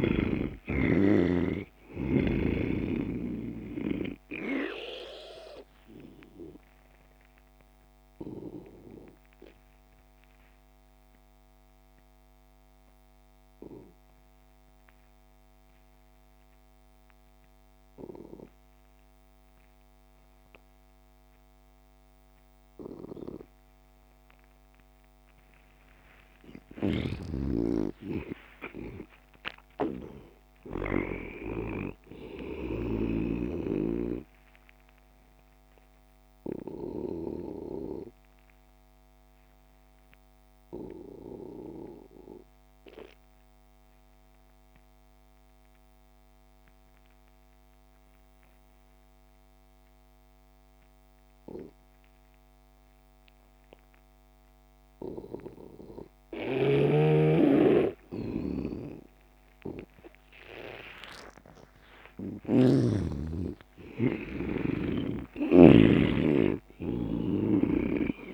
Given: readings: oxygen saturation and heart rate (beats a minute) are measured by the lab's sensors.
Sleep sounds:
breathing in sleep by a microphone on the trachea; 2
0.00-20.00 s: oxygen desaturation (device-marked, oxygen 83% lowest)
5.00-25.50 s: obstructive apnea (oxygen 99% before, 83% lowest)
26.50-32.00 s: arousal
27.00-31.50 s: snoring (device-marked)
33.00-48.00 s: oxygen desaturation (device-marked, oxygen 98% before, 88% lowest)
35.50-62.00 s: obstructive apnea (oxygen 99% before, 84% lowest)
57.00-63.00 s: snoring (device-marked)
59.00-68.34 s: oxygen desaturation (device-marked, oxygen 98% before, 86% lowest)
62.50-67.00 s: arousal
From the record:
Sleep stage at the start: N2 (light sleep); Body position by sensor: on the back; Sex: male

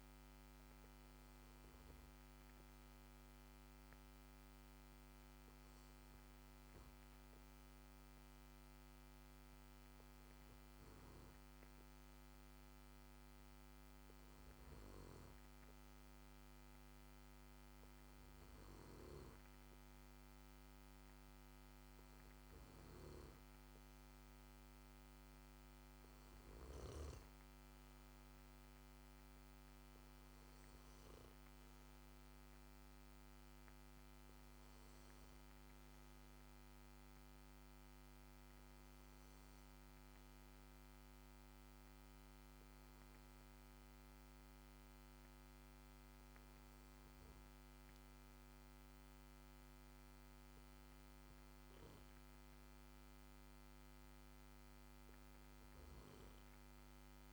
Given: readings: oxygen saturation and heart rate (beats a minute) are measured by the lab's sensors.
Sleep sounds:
breathing in sleep, hard to hear, by a microphone on the trachea; none
none scored
From the record:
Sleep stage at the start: N2 (light sleep); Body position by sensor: on the back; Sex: male

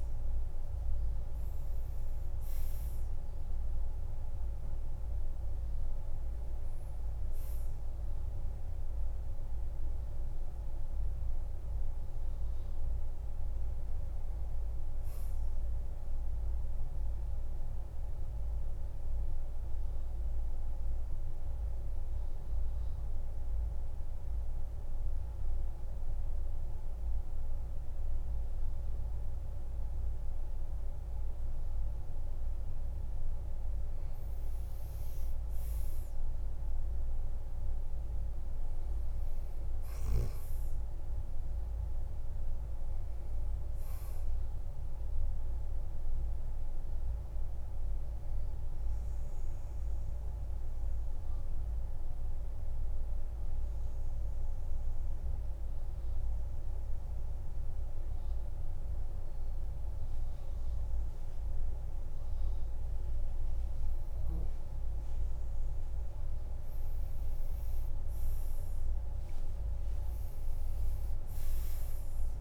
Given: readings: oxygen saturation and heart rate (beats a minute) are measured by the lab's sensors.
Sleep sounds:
breathing in sleep, hard to hear, by a room microphone; 2
0.00-3.00 s: arousal
0.00-28.00 s: oxygen desaturation (device-marked, oxygen 89% lowest, heart rate 47 extreme)
17.50-32.50 s: central apnea (oxygen 97% before, 90% lowest, heart rate 57 before, 47 extreme, up 12 after)
34.50-37.50 s: arousal
42.00-59.00 s: oxygen desaturation (device-marked, oxygen 98% before, 93% lowest, heart rate 52 before, 48 extreme)
47.50-65.50 s: obstructive apnea (oxygen 99% before, 91% lowest, heart rate 53 before, 47 extreme, up 10 after)
68.50-72.41 s: arousal
69.00-72.41 s: oxygen desaturation (device-marked, oxygen 98% before, 91% lowest, heart rate 51 before, 46 extreme)
From the record:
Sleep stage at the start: N2 (light sleep); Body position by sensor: on the back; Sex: male

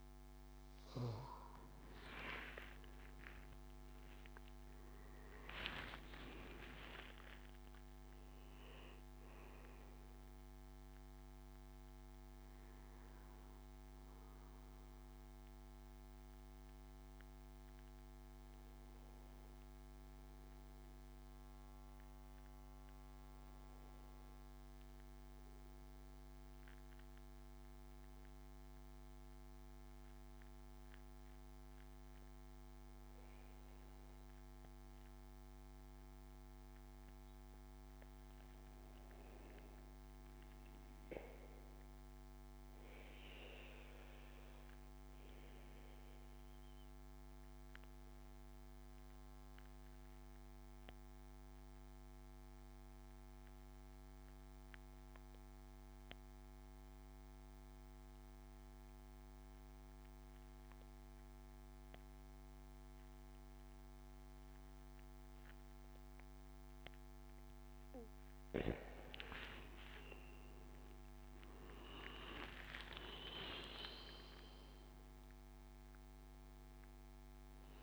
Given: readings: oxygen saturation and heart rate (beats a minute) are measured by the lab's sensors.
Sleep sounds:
breathing in sleep by a microphone on the trachea; 2
16.00-35.50 s: obstructive apnea (oxygen 97% before, 91% lowest, heart rate 76 before, 65 extreme, up 7 after)
37.50-41.00 s: arousal
43.50-67.00 s: obstructive apnea (oxygen 99% before, 91% lowest, heart rate 72 before, 67 extreme, up 18 after)
68.00-77.83 s: oxygen desaturation (device-marked, oxygen 97% before, 91% lowest, heart rate 70 before, 66 extreme)
68.50-73.00 s: arousal
From the record:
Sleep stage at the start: N2 (light sleep); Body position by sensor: on the back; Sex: male

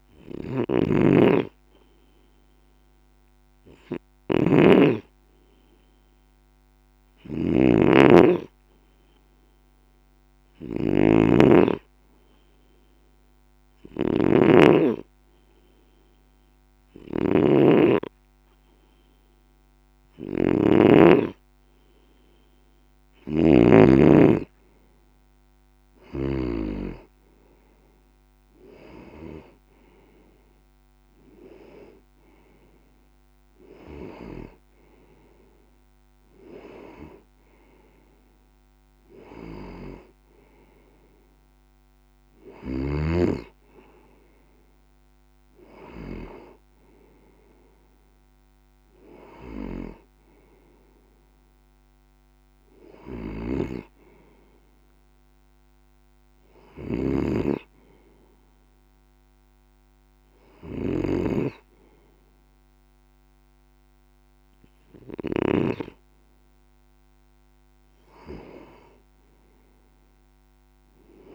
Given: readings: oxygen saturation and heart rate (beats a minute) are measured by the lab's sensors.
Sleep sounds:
breathing in sleep by a microphone on the trachea; 1
0.00-26.00 s: snoring (device-marked)
1.00-5.00 s: arousal
11.50-22.50 s: hypopnea (oxygen 95% before, 92% lowest, heart rate 47 before, 40 extreme, up 7 after)
28.00-31.50 s: arousal
52.50-65.50 s: snoring (device-marked)
From the record:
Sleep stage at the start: N2 (light sleep); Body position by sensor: on the left side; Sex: male

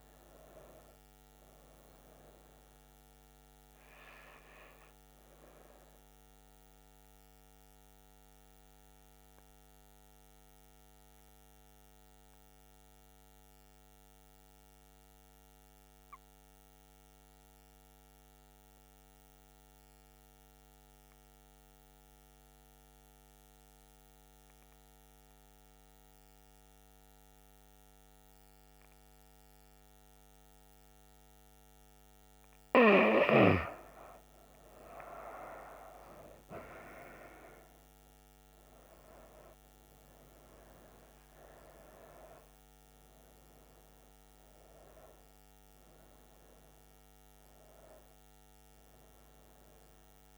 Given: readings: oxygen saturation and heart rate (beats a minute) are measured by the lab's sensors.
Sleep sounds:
breathing in sleep by a microphone on the trachea; 1
0.00-11.50 s: oxygen desaturation (device-marked, oxygen 93% lowest, heart rate 67 extreme)
11.00-30.50 s: obstructive apnea (oxygen 97% before, 90% lowest, heart rate 81 before, 67 extreme, up 6 after)
25.50-50.38 s: oxygen desaturation (device-marked, oxygen 97% before, 90% lowest, heart rate 69 before, 67 extreme)
34.00-38.50 s: arousal
From the record:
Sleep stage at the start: N2 (light sleep); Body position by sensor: on the back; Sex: female

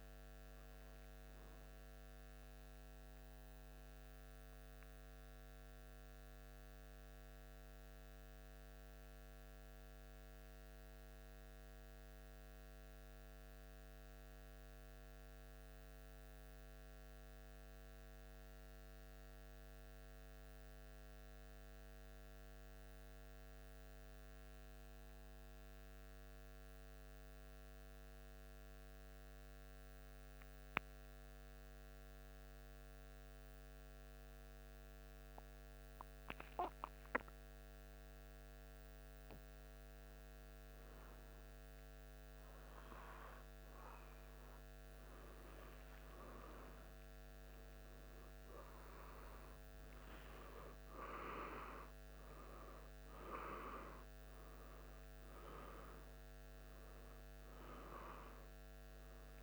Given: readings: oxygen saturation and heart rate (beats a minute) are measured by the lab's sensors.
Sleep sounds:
breathing in sleep by a microphone on the trachea; 1
6.50-38.50 s: central apnea (oxygen 96% before, 93% lowest, heart rate 76 before, 71 extreme, up 6 after)
45.00-50.50 s: arousal
From the record:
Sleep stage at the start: N2 (light sleep); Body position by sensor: on the back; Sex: male

